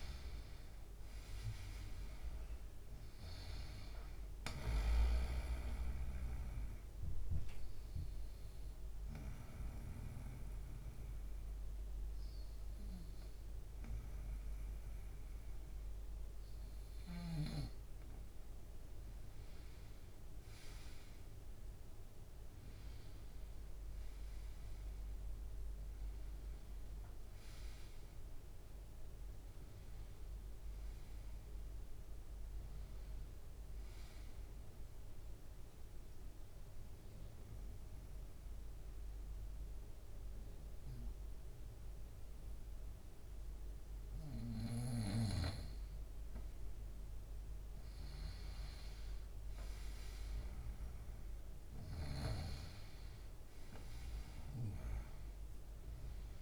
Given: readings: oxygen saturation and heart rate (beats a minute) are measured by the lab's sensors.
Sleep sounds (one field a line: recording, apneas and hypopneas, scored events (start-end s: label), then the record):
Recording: breathing in sleep by a room microphone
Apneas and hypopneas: 2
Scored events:
0.50-24.50 s: oxygen desaturation (device-marked, oxygen 95% before, 91% lowest, heart rate 78 before, 74 extreme)
6.50-17.00 s: obstructive apnea (oxygen 97% before, 91% lowest, heart rate 78 before, 74 extreme, up 0 after)
24.00-28.50 s: arousal
34.50-45.50 s: obstructive apnea (oxygen 97% before, 91% lowest, heart rate 77 before, 74 extreme, up 2 after)
46.50-50.00 s: arousal
From the record:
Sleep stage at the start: N2 (light sleep)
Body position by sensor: on the right side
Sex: male